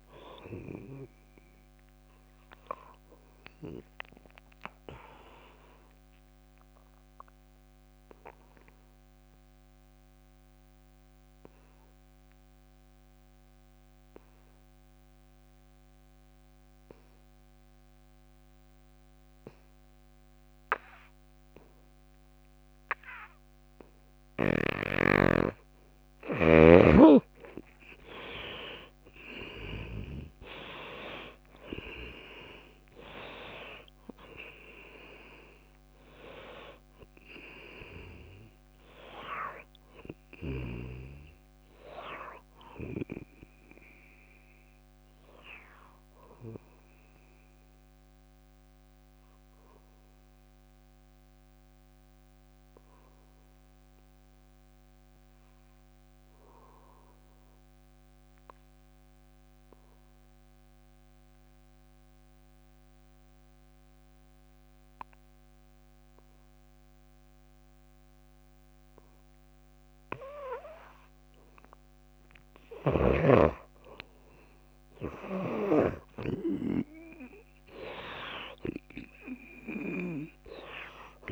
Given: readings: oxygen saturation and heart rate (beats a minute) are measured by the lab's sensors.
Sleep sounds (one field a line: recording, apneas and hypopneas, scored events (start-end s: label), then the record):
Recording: breathing in sleep by a microphone on the trachea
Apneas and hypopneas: 2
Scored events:
0.00-2.00 s: arousal
4.00-25.00 s: obstructive apnea (oxygen 98% before, 75% lowest, heart rate 56 before, 54 extreme, up 26 after)
14.50-53.50 s: oxygen desaturation (device-marked, oxygen 97% before, 75% lowest, heart rate 59 before, 54 extreme)
27.50-31.50 s: arousal
30.50-35.50 s: tachycardia (device-marked, heart rate 64 before, 102 extreme)
32.00-34.00 s: long interval between heartbeats (device-marked, heart rate 64 before, 79 extreme)
34.00-36.00 s: long interval between heartbeats (device-marked, heart rate 66 before, 102 extreme)
48.00-70.50 s: obstructive apnea (oxygen 94% before, 83% lowest, heart rate 77 before, 56 extreme, up 5 after)
70.50-81.31 s: oxygen desaturation (device-marked, oxygen 99% before, 83% lowest, heart rate 58 before, 56 extreme)
72.50-76.50 s: snoring (device-marked)
74.50-78.50 s: arousal
From the record:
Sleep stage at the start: N2 (light sleep)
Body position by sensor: on the back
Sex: female